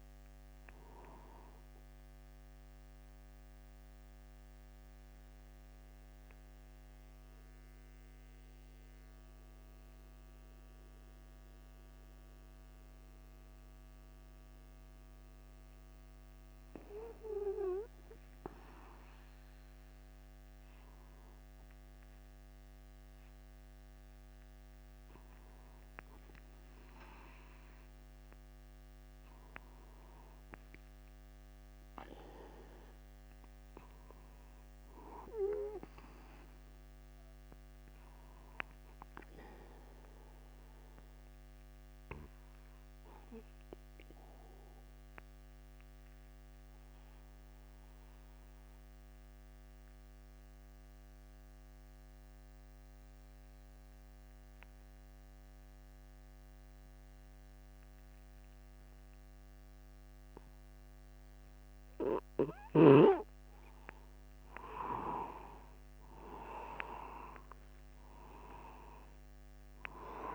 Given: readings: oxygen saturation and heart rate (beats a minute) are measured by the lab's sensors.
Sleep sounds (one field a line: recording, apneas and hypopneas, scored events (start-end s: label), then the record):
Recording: breathing in sleep by a microphone on the trachea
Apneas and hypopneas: 2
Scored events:
3.50-19.00 s: central apnea (oxygen 97% before, 95% lowest, heart rate 67 before, 50 extreme, up 0 after)
21.50-25.00 s: arousal
24.00-70.35 s: new sleep stage, N2 (light sleep)
42.00-63.50 s: obstructive apnea (oxygen 99% before, 93% lowest, heart rate 50 before, 49 extreme, up 1 after)
65.50-69.00 s: arousal
From the record:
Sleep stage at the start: N1 (lightest sleep)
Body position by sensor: upright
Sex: male